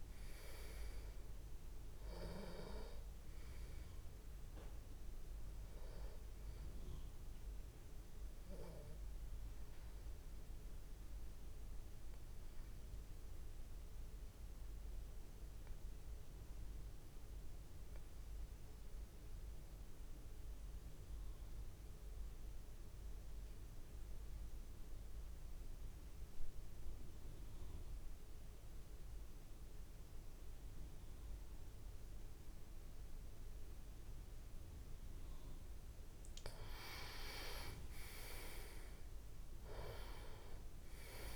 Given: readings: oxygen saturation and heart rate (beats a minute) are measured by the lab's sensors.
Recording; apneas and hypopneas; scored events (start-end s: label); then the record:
breathing in sleep by a room microphone; 1
0.00-15.00 s: oxygen desaturation (device-marked, oxygen 90% lowest)
10.00-35.50 s: obstructive apnea (oxygen 96% before, 90% lowest)
37.50-41.36 s: arousal
From the record:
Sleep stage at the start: N2 (light sleep); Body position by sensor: on the back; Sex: male